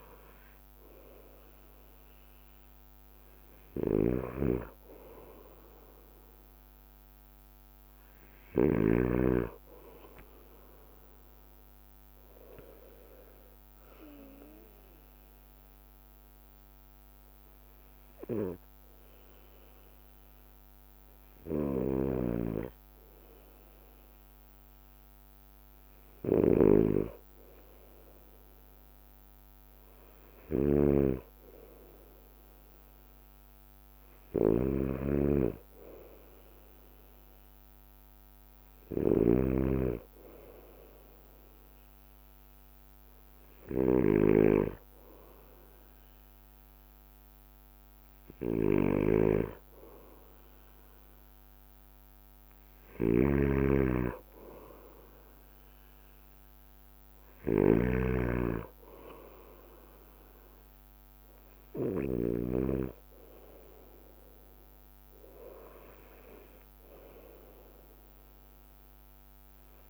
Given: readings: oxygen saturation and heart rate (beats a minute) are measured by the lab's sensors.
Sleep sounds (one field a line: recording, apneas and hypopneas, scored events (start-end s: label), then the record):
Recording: breathing in sleep by a microphone on the trachea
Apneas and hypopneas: 1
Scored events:
0.00-15.50 s: drop in pulse transit time (device-marked, heart rate 57 extreme)
0.00-27.50 s: bradycardia (device-marked, heart rate 57 extreme)
4.00-9.50 s: snoring (device-marked)
14.00-26.00 s: hypopnea (oxygen 94% before, 92% lowest, heart rate 58 before, 55 extreme, up 3 after)
22.00-44.50 s: snoring (device-marked)
28.50-33.00 s: arousal
30.50-32.50 s: bradycardia (device-marked, heart rate 58 before, 60 extreme)
33.50-69.89 s: bradycardia (device-marked, heart rate 58 before, 55 extreme)
53.00-62.50 s: snoring (device-marked)
From the record:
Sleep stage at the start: N2 (light sleep)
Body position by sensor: on the right side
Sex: male